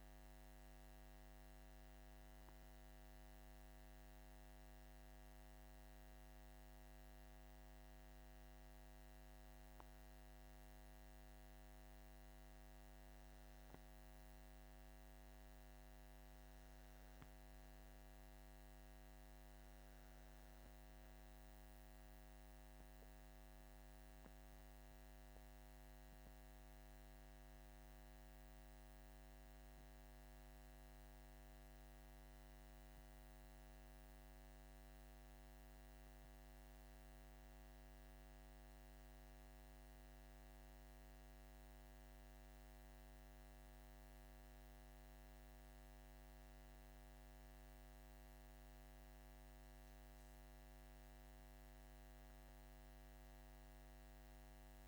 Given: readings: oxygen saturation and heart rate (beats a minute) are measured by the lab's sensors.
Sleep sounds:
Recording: breathing in sleep, hard to hear, by a microphone on the trachea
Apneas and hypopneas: none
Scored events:
20.50-42.50 s: oxygen desaturation (device-marked, oxygen 98% before, 94% lowest, heart rate 51 before, 50 extreme)
From the record:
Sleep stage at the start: N2 (light sleep)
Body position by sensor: on the back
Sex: male

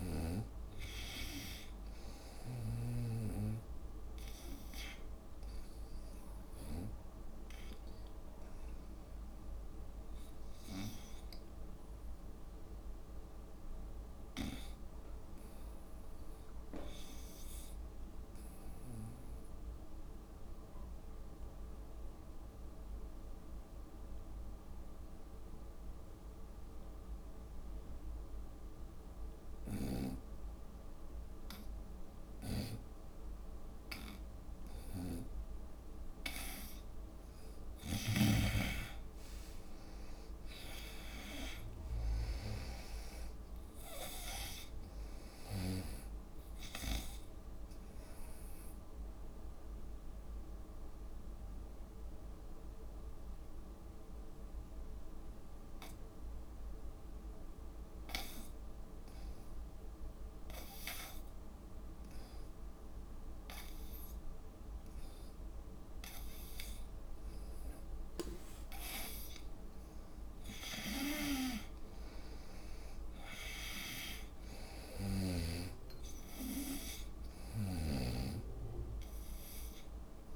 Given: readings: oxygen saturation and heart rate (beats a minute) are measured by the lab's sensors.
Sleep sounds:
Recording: breathing in sleep by a room microphone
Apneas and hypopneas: 2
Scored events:
0.00-14.00 s: oxygen desaturation (device-marked, oxygen 88% lowest, heart rate 66 extreme)
13.00-32.00 s: obstructive apnea (oxygen 97% before, 88% lowest, heart rate 72 before, 66 extreme, up 7 after)
34.00-38.50 s: arousal
35.00-38.50 s: snoring (device-marked)
39.00-56.00 s: oxygen desaturation (device-marked, oxygen 96% before, 88% lowest, heart rate 69 before, 67 extreme)
47.00-59.00 s: obstructive apnea (oxygen 98% before, 88% lowest, heart rate 74 before, 67 extreme, up 4 after)
60.50-63.50 s: arousal
69.00-80.36 s: oxygen desaturation (device-marked, oxygen 97% before, 89% lowest, heart rate 69 before, 69 extreme)
From the record:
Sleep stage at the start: N2 (light sleep)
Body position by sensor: on the right side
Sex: female

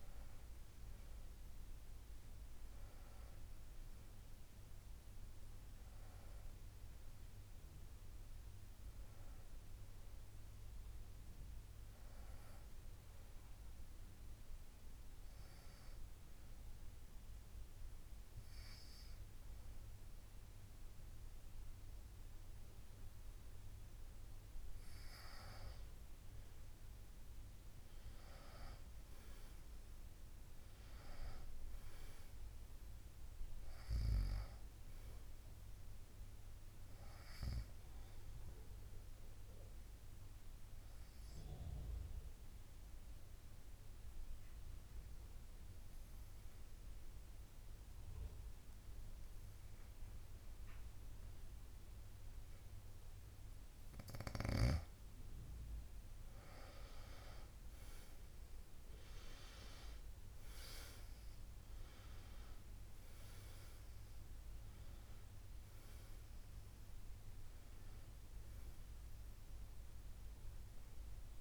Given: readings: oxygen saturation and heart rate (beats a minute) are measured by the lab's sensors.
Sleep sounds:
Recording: breathing in sleep by a room microphone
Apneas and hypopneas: 2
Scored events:
9.00-12.00 s: arousal
15.50-25.50 s: hypopnea (oxygen 96% before, 91% lowest, heart rate 62 before, 54 extreme, up 21 after)
28.00-32.00 s: arousal
29.50-50.50 s: oxygen desaturation (device-marked, oxygen 96% before, 93% lowest, heart rate 62 before, 54 extreme)
42.50-55.00 s: obstructive apnea (oxygen 96% before, 91% lowest, heart rate 69 before, 54 extreme, up 23 after)
56.00-60.00 s: arousal
59.50-71.41 s: oxygen desaturation (device-marked, oxygen 97% before, 91% lowest, heart rate 63 before, 53 extreme)
From the record:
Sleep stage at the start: N2 (light sleep)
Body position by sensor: on the back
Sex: female

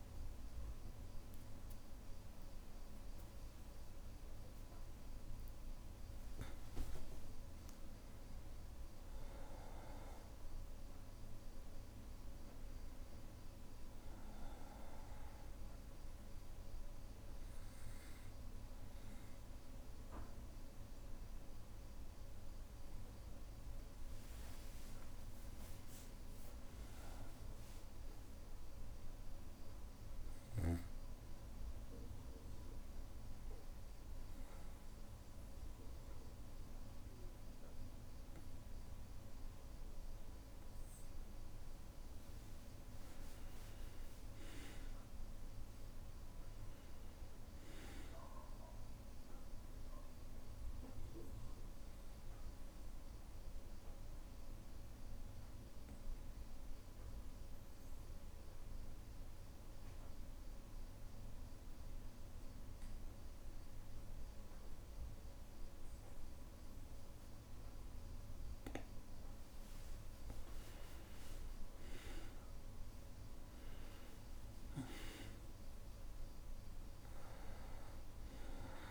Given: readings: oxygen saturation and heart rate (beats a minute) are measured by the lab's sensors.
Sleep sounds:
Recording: breathing in sleep, hard to hear, by a room microphone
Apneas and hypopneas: 2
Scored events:
0.00-8.50 s: oxygen desaturation (device-marked, oxygen 93% lowest, heart rate 62 extreme)
26.50-78.91 s: new sleep stage, N2 (light sleep)
28.00-41.50 s: obstructive apnea (oxygen 99% before, 92% lowest, heart rate 63 before, 60 extreme, up 2 after)
43.50-47.00 s: arousal
49.50-68.00 s: obstructive apnea (oxygen 97% before, 92% lowest, heart rate 63 before, 59 extreme, up 4 after)
71.50-75.50 s: arousal
72.50-78.91 s: oxygen desaturation (device-marked, oxygen 97% before, 92% lowest, heart rate 61 before, 59 extreme)
From the record:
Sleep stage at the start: N1 (lightest sleep)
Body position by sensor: on the back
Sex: male

